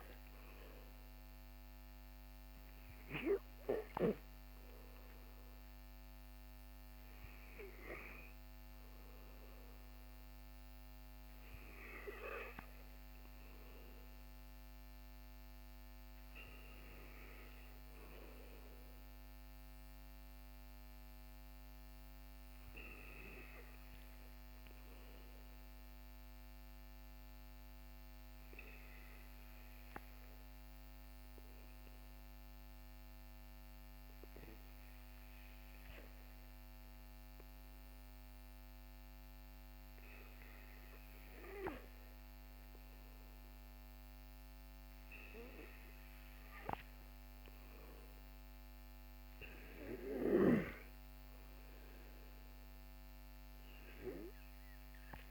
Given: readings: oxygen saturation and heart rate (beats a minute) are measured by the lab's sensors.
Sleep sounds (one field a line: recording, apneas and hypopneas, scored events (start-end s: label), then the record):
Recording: breathing in sleep by a microphone on the trachea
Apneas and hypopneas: 1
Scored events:
26.50-43.00 s: hypopnea (oxygen 97% before, 93% lowest, heart rate 54 before, 47 extreme, up 8 after)
45.00-49.00 s: arousal
52.00-55.31 s: oxygen desaturation (device-marked, oxygen 97% before, 93% lowest, heart rate 53 before, 47 extreme)
From the record:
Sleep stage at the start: N2 (light sleep)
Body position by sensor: on the back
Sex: male